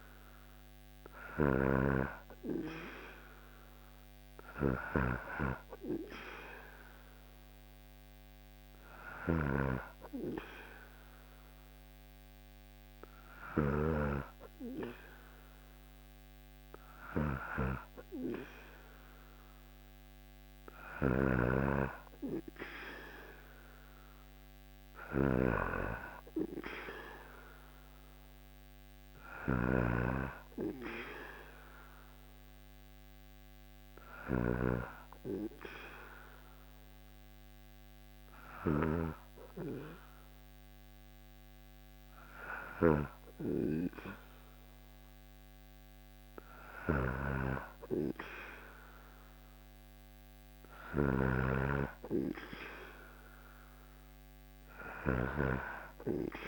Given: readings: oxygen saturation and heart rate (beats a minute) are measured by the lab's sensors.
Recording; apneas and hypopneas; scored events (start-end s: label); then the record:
breathing in sleep by a microphone on the trachea; 2
0.00-13.50 s: snoring (device-marked)
6.50-18.50 s: hypopnea (oxygen 97% before, 95% lowest, heart rate 80 before, 77 extreme, up 2 after)
20.50-24.50 s: arousal
20.50-56.47 s: snoring (device-marked)
33.50-45.50 s: hypopnea (oxygen 96% before, 94% lowest, heart rate 80 before, 77 extreme, up 4 after)
48.50-52.50 s: arousal
From the record:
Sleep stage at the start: N2 (light sleep); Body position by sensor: on the back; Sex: male